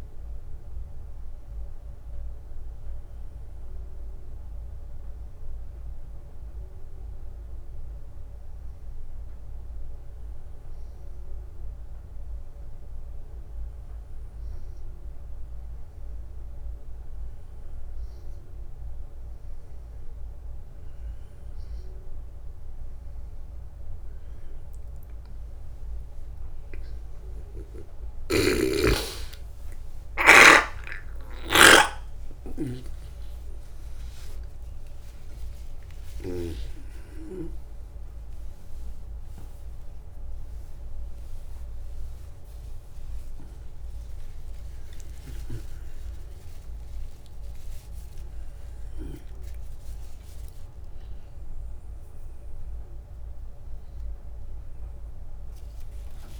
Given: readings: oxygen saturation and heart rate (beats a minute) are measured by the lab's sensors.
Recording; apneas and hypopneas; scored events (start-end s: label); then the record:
a person awake in a sleep study, by a room microphone; none
22.50-56.40 s: new sleep stage, awake
From the record:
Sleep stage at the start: N1 (lightest sleep); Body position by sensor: on the back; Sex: male